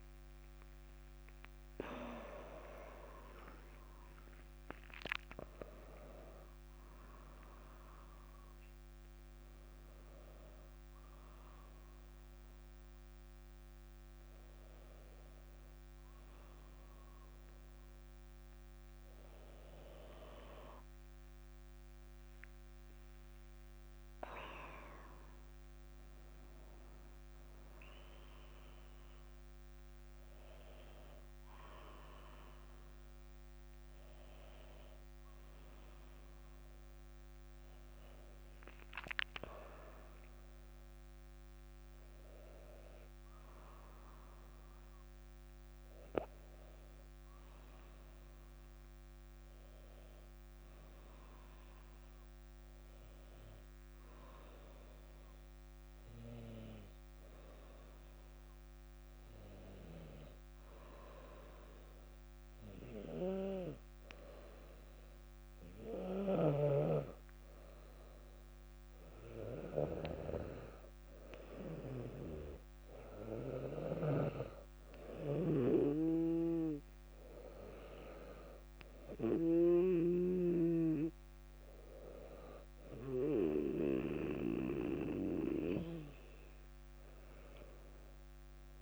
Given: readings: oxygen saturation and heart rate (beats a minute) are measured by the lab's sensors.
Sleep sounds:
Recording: breathing in sleep by a microphone on the trachea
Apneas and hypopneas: none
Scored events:
0.00-3.50 s: arousal
37.50-41.00 s: arousal
From the record:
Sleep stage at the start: N2 (light sleep)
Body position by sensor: on the back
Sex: female

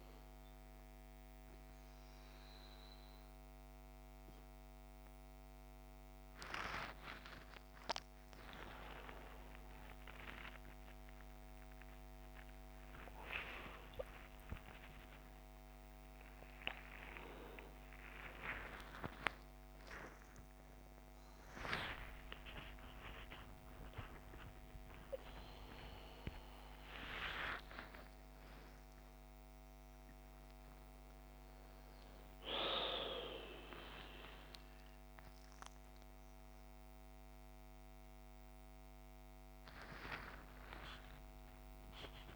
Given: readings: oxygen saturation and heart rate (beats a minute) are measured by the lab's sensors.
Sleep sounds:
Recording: a person awake in a sleep study, by a microphone on the trachea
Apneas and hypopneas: none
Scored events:
0.00-33.00 s: oxygen desaturation (device-marked, oxygen 86% lowest, heart rate 56 extreme)
1.00-42.35 s: new sleep stage, awake
From the record:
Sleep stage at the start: N2 (light sleep)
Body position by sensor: on the back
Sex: male

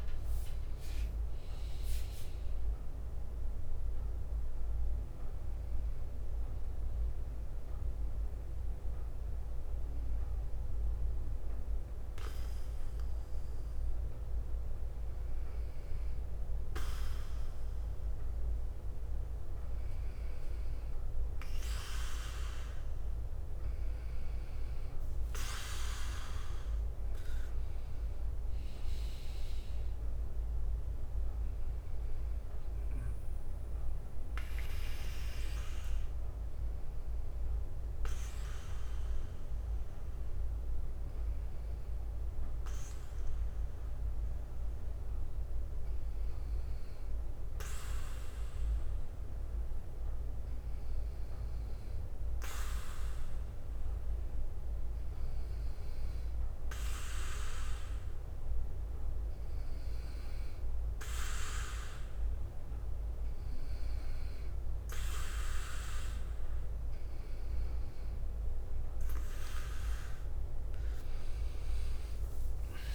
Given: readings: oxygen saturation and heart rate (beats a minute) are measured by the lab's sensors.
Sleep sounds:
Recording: breathing in sleep by a room microphone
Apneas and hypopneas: 2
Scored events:
0.00-5.00 s: drop in pulse transit time (device-marked, heart rate 59 before, 60 extreme)
3.50-15.00 s: hypopnea (oxygen 95% before, 92% lowest, heart rate 61 before, 56 extreme, up 3 after)
6.00-15.00 s: bradycardia (device-marked, heart rate 65 before, 57 extreme)
22.50-26.00 s: arousal
31.00-42.00 s: oxygen desaturation (device-marked, oxygen 97% before, 93% lowest, heart rate 60 before, 56 extreme)
32.00-55.00 s: bradycardia (device-marked, heart rate 65 before, 56 extreme)
33.50-59.00 s: hypopnea (oxygen 97% before, 92% lowest, heart rate 60 before, 56 extreme, up 4 after)
57.50-62.00 s: leg movement (device-marked)
58.00-70.00 s: oxygen desaturation (device-marked, oxygen 96% before, 92% lowest, heart rate 58 before, 62 extreme)
71.50-72.95 s: arousal
From the record:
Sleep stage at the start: N2 (light sleep)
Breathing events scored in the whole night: 122 in 4.0 hours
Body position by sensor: on the right side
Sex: male

